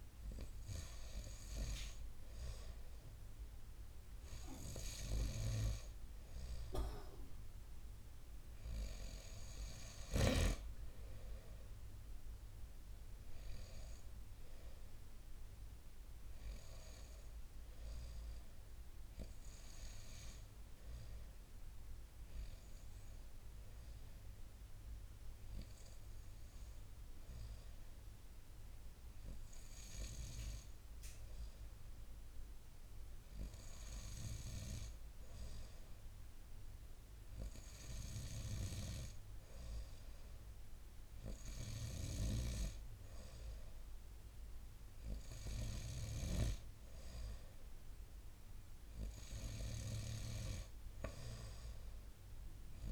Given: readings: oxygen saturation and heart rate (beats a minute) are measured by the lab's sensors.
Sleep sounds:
breathing in sleep by a room microphone; none
none scored
From the record:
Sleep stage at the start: N2 (light sleep); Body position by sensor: upright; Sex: male

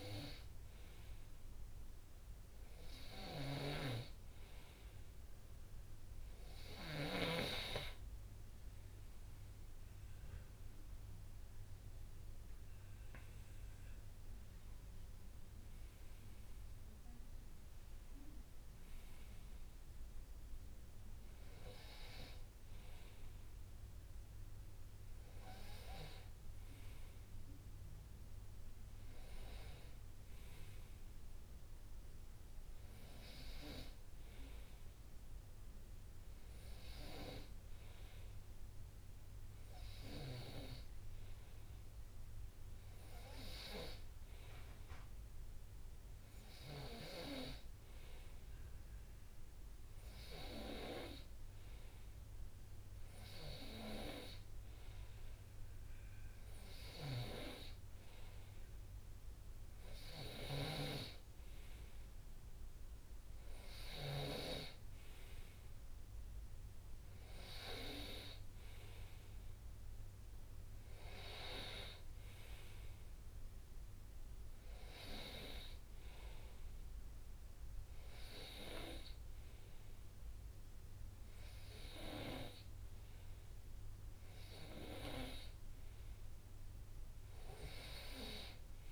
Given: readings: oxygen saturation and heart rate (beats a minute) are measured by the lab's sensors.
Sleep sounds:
breathing in sleep by a room microphone; none
11.00-16.50 s: arousal
From the record:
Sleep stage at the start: N2 (light sleep); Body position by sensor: on the right side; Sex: male

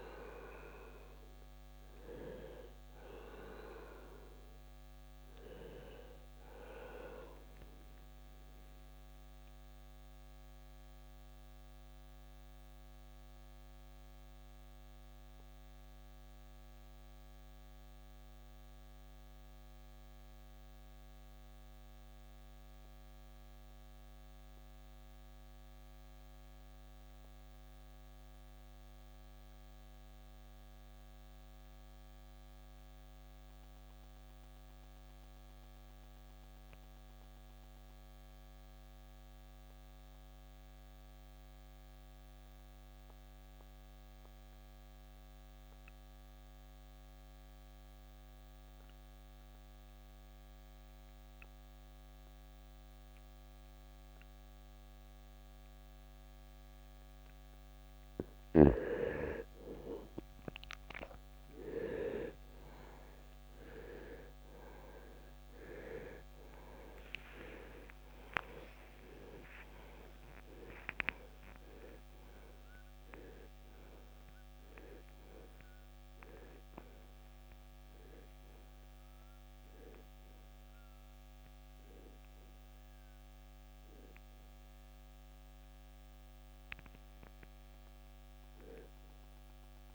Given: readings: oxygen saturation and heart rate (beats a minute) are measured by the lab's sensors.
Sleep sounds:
breathing in sleep by a microphone on the trachea; 1
0.00-19.50 s: oxygen desaturation (device-marked, oxygen 77% lowest, heart rate 55 extreme)
8.00-57.00 s: mixed apnea (oxygen 94% before, 77% lowest, heart rate 85 before, 58 extreme, up 16 after)
11.50-71.50 s: new sleep stage, N2 (light sleep)
43.50-89.94 s: oxygen desaturation (device-marked, oxygen 99% before, 80% lowest, heart rate 68 before, 59 extreme)
66.00-70.50 s: arousal
71.50-89.94 s: new sleep stage, N1 (lightest sleep)
From the record:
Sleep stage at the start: N1 (lightest sleep); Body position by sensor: on the right side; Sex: male

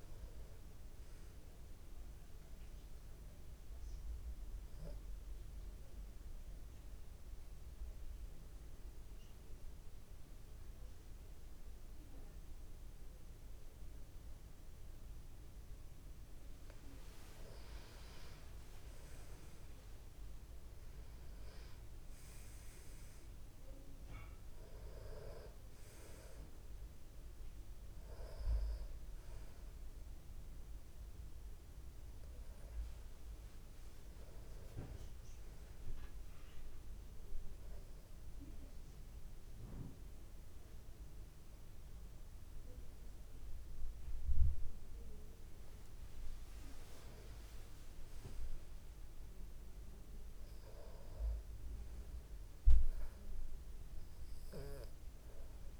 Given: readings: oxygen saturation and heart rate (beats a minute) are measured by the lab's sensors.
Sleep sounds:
breathing in sleep by a room microphone; 2
2.50-17.00 s: obstructive apnea (oxygen 96% before, 90% lowest, heart rate 68 before, 44 extreme, up 41 after)
17.50-22.00 s: arousal
25.00-41.00 s: oxygen desaturation (device-marked, oxygen 95% before, 90% lowest, heart rate 63 before, 26 extreme)
38.00-48.00 s: obstructive apnea (oxygen 96% before, 93% lowest)
47.00-52.00 s: tachycardia (device-marked, heart rate 67 before, 135 extreme)
50.50-53.50 s: arousal
From the record:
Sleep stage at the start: N2 (light sleep); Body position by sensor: on the back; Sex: male

